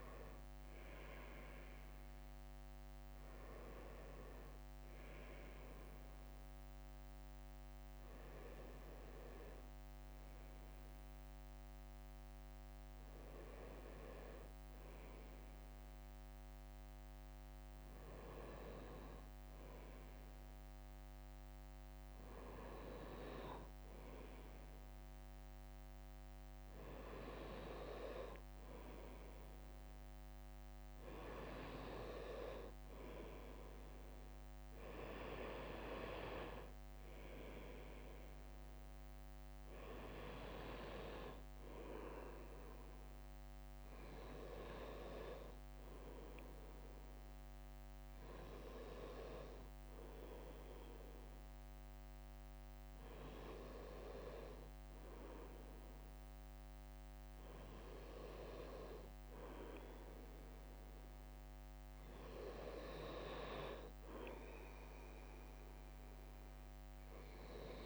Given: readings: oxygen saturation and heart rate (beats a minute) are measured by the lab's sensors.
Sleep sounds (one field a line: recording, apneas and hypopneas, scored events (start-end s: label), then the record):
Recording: breathing in sleep by a microphone on the trachea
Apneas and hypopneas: none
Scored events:
0.00-3.00 s: leg movement (device-marked)
0.00-11.00 s: drop in pulse transit time (device-marked, heart rate 61 extreme)
9.00-11.00 s: bradycardia (device-marked, heart rate 61 before, 61 extreme)
17.00-19.00 s: leg movement (device-marked)
17.00-23.00 s: bradycardia (device-marked, heart rate 61 before, 59 extreme)
44.00-60.00 s: bradycardia (device-marked, heart rate 61 before, 58 extreme)
52.00-55.00 s: leg movement (device-marked)
From the record:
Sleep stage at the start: N2 (light sleep)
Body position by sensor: on the right side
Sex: male